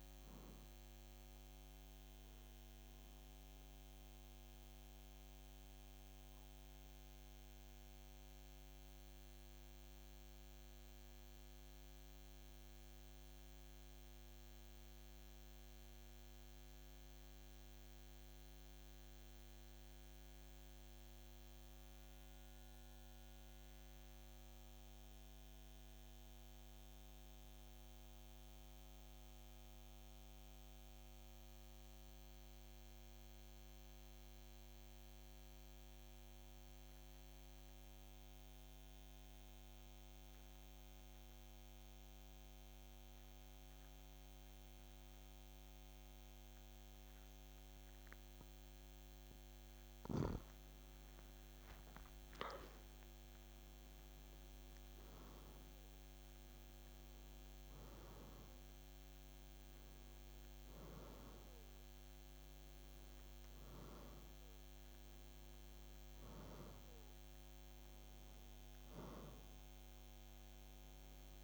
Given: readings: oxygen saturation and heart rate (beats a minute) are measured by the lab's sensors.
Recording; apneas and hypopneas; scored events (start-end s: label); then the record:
breathing in sleep, hard to hear, by a microphone on the trachea; 1
0.00-29.50 s: oxygen desaturation (device-marked, oxygen 86% lowest, heart rate 51 extreme)
2.00-49.50 s: mixed apnea (oxygen 95% before, 86% lowest, heart rate 56 before, 52 extreme, up 4 after)
49.50-71.44 s: oxygen desaturation (device-marked, oxygen 97% before, 87% lowest, heart rate 52 before, 52 extreme)
50.50-71.44 s: new sleep stage, N2 (light sleep)
51.00-56.00 s: arousal
From the record:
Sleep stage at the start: REM sleep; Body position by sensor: on the back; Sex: male